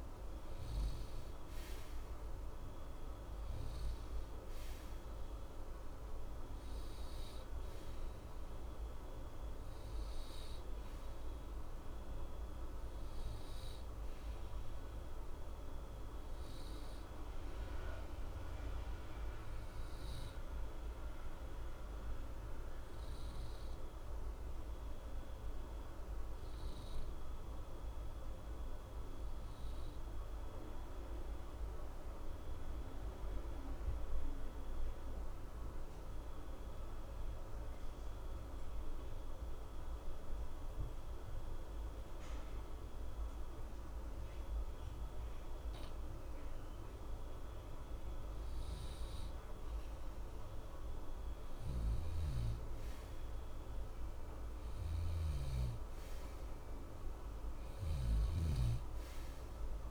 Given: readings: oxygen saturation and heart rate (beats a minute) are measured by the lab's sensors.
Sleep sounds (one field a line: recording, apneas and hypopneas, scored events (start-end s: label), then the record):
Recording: breathing in sleep, hard to hear, by a room microphone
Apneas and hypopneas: 1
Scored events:
0.00-28.00 s: oxygen desaturation (device-marked, oxygen 90% lowest, heart rate 61 extreme)
16.50-19.50 s: arousal
22.00-47.00 s: obstructive apnea (oxygen 94% before, 89% lowest, heart rate 61 before, 61 extreme, up 0 after)
49.00-52.50 s: arousal
54.00-59.91 s: oxygen desaturation (device-marked, oxygen 95% before, 89% lowest, heart rate 61 before, 61 extreme)
From the record:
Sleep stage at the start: N2 (light sleep)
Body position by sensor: on the right side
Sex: male